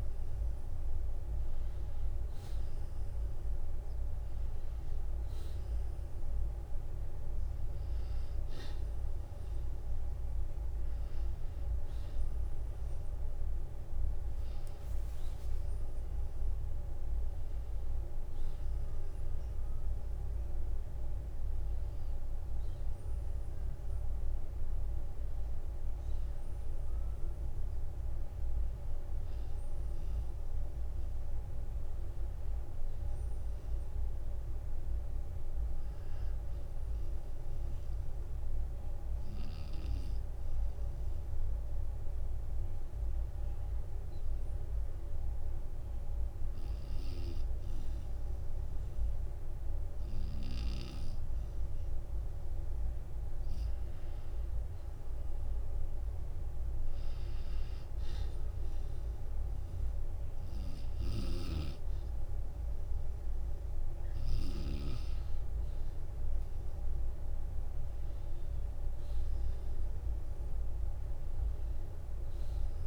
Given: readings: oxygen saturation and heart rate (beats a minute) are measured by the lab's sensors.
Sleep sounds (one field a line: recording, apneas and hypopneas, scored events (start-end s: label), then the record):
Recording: breathing in sleep, hard to hear, by a room microphone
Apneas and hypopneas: 1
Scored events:
0.00-3.50 s: arousal
4.50-19.50 s: oxygen desaturation (device-marked, oxygen 94% before, 89% lowest, heart rate 58 before, 47 extreme)
21.00-25.00 s: arousal
31.00-33.00 s: long interval between heartbeats (device-marked, heart rate 63 before, 51 extreme)
38.50-40.50 s: long interval between heartbeats (device-marked, heart rate 57 before, 54 extreme)
44.00-54.00 s: obstructive apnea (oxygen 95% before, 90% lowest, heart rate 54 before, 50 extreme, up 16 after)
49.00-51.00 s: long interval between heartbeats (device-marked, heart rate 52 before, 55 extreme)
56.00-59.50 s: arousal
59.50-72.87 s: oxygen desaturation (device-marked, oxygen 94% before, 90% lowest, heart rate 55 before, 50 extreme)
From the record:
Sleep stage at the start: N2 (light sleep)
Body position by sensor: on the back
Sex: male